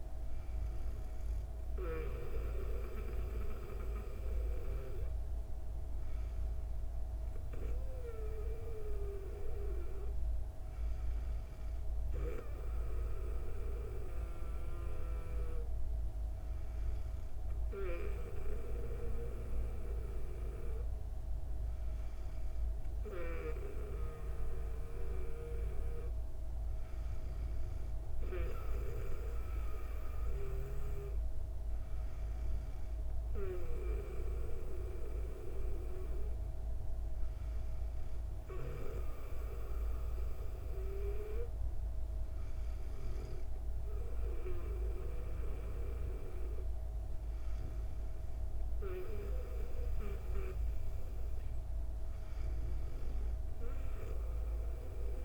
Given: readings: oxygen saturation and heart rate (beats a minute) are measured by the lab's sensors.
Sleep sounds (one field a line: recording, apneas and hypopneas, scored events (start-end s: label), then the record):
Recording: breathing in sleep by a room microphone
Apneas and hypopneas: none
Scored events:
none scored
From the record:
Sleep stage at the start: N2 (light sleep)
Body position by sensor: on the back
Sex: female